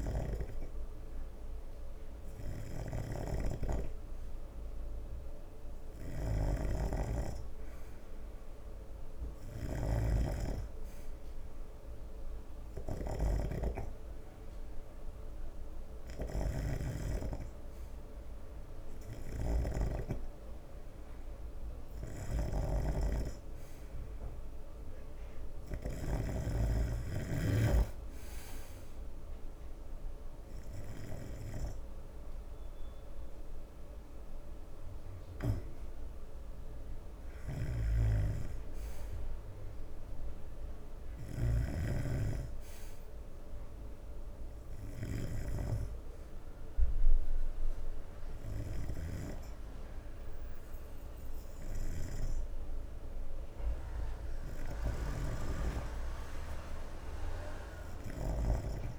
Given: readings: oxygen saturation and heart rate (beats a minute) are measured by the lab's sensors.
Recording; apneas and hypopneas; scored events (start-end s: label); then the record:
breathing in sleep by a room microphone; none
0.00-31.50 s: snoring (device-marked)
38.00-58.99 s: snoring (device-marked)
From the record:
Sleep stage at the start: N3 (deep sleep); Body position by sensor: on the right side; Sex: male